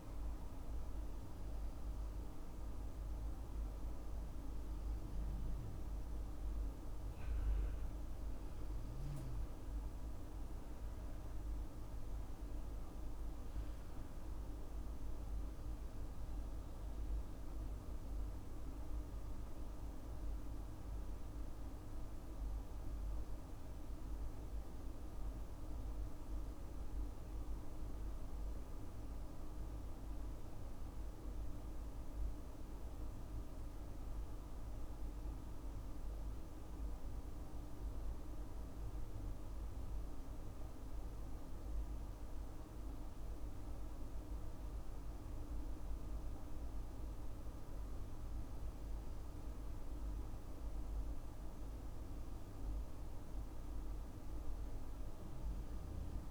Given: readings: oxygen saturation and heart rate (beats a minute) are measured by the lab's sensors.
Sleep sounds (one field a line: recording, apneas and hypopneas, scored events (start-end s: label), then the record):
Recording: breathing in sleep, hard to hear, by a room microphone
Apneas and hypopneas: none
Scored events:
none scored
From the record:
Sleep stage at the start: N2 (light sleep)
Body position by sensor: on the left side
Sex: male